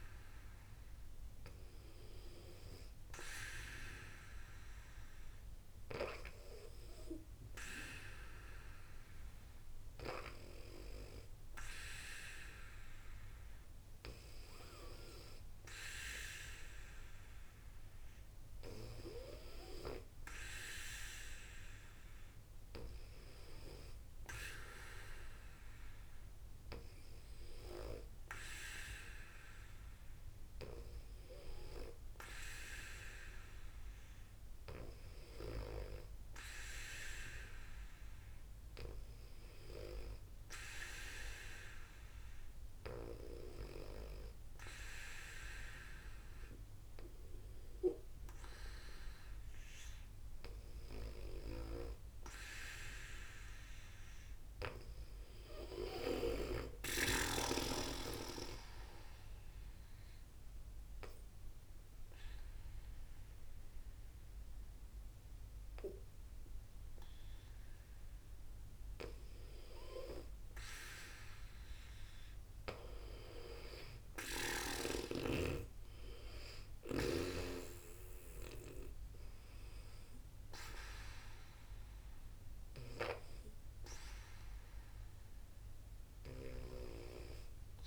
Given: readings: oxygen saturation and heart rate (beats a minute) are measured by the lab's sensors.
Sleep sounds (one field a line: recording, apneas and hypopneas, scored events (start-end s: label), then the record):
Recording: breathing in sleep by a room microphone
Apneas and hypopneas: 1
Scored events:
56.50-67.50 s: obstructive apnea (oxygen 95% before, 92% lowest, heart rate 65 before, 59 extreme, up 6 after)
70.50-75.00 s: arousal
85.50-87.87 s: oxygen desaturation (device-marked, oxygen 96% before, 92% lowest, heart rate 65 before, 60 extreme)
From the record:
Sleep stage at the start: N2 (light sleep)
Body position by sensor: on the back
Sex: female